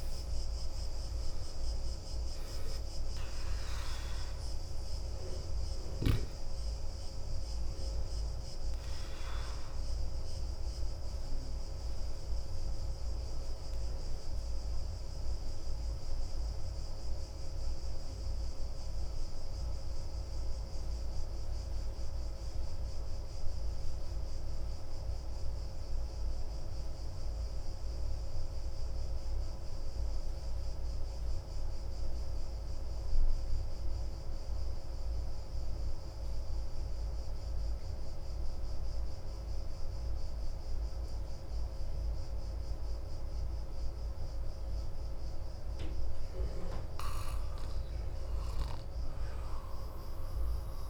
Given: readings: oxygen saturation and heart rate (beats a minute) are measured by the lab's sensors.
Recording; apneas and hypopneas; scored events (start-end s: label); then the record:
breathing in sleep, hard to hear, by a room microphone; 1
0.00-1.00 s: arousal
0.00-26.00 s: oxygen desaturation (device-marked, oxygen 88% lowest, heart rate 29 extreme)
9.50-44.50 s: obstructive apnea (oxygen 97% before, 88% lowest, heart rate 39 before, 33 extreme, up 0 after)
44.00-50.90 s: oxygen desaturation (device-marked, oxygen 97% before, 91% lowest, heart rate 41 before, 29 extreme)
47.00-50.90 s: arousal
From the record:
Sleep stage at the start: N2 (light sleep); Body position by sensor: on the back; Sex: male